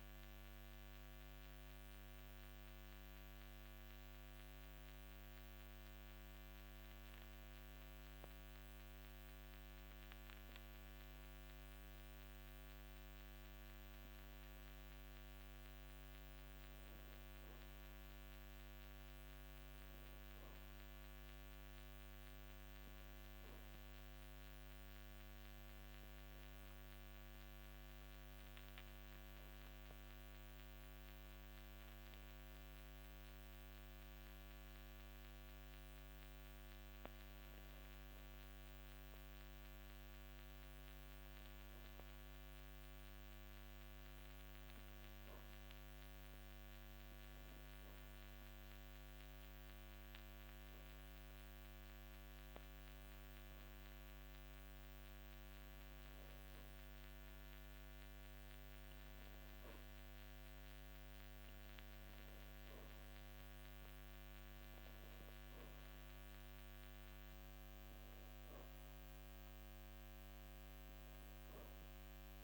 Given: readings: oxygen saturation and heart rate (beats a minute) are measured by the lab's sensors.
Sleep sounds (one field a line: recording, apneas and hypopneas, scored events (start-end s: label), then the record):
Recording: breathing in sleep, hard to hear, by a microphone on the trachea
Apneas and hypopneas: 3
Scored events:
0.50-12.00 s: hypopnea (oxygen 96% before, 93% lowest)
15.50-19.50 s: arousal
26.00-36.50 s: hypopnea (oxygen 96% before, 93% lowest)
43.50-47.00 s: arousal
50.50-62.00 s: hypopnea (oxygen 96% before, 93% lowest)
64.00-68.00 s: arousal
From the record:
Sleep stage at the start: N2 (light sleep)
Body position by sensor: on the back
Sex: male